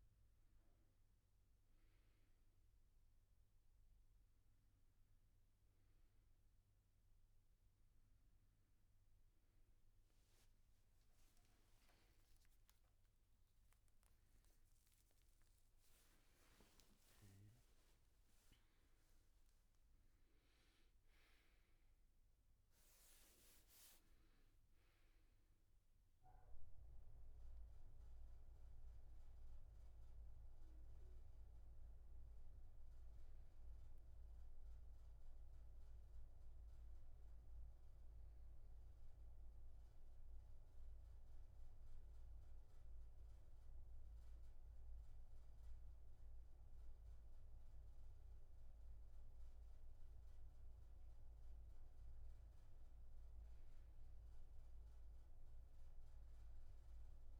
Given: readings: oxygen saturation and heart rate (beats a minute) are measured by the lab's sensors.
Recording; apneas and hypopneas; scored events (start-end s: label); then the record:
a person awake in a sleep study, hard to hear, by a room microphone; 1
0.00-3.00 s: oxygen desaturation (device-marked, oxygen 95% lowest, heart rate 70 extreme)
29.00-57.40 s: new sleep stage, N1 (lightest sleep)
40.00-51.50 s: obstructive apnea (oxygen 98% before, 91% lowest, heart rate 91 before, 72 extreme, up 2 after)
54.00-57.40 s: arousal
56.00-57.40 s: oxygen desaturation (device-marked, oxygen 97% before, 91% lowest, heart rate 75 before, 73 extreme)
From the record:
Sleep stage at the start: awake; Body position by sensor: on the back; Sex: male